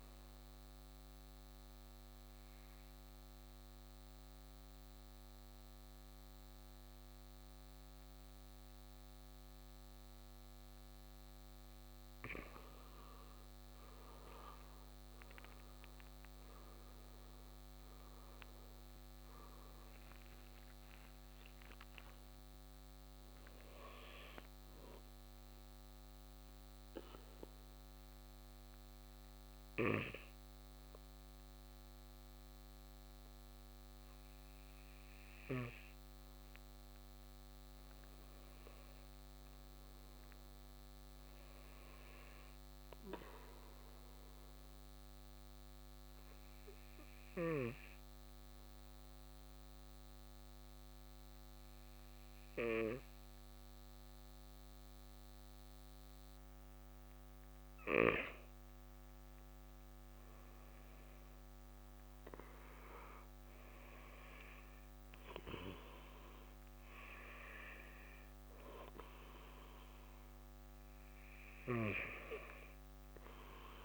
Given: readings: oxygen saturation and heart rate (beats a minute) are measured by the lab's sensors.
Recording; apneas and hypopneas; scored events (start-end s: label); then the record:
breathing in sleep by a microphone on the trachea; 3
0.50-12.00 s: obstructive apnea (oxygen 99% before, 95% lowest, heart rate 79 before, 56 extreme, up 11 after)
15.50-20.50 s: arousal
24.50-37.00 s: hypopnea (oxygen 98% before, 95% lowest, heart rate 63 before, 56 extreme, up 10 after)
38.50-41.00 s: arousal
44.00-57.00 s: obstructive apnea (oxygen 98% before, 95% lowest, heart rate 60 before, 57 extreme, up 9 after)
59.50-62.50 s: arousal
From the record:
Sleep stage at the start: N2 (light sleep); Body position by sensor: on the right side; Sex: male